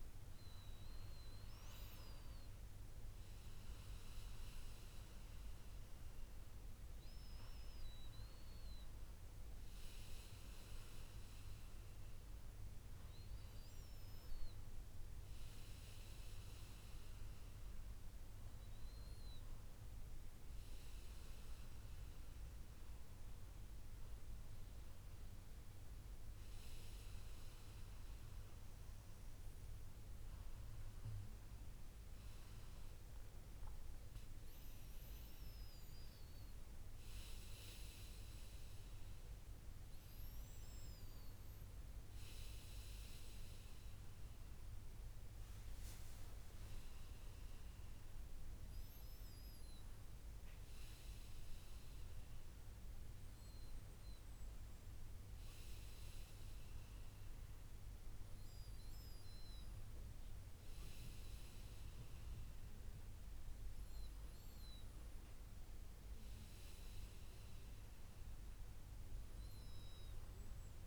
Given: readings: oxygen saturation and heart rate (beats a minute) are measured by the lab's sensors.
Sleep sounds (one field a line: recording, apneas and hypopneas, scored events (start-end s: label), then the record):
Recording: a person partly awake in a sleep study, hard to hear, by a room microphone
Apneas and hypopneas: none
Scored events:
31.50-70.87 s: new sleep stage, N1 (lightest sleep)
From the record:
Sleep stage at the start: awake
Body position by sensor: on the back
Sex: male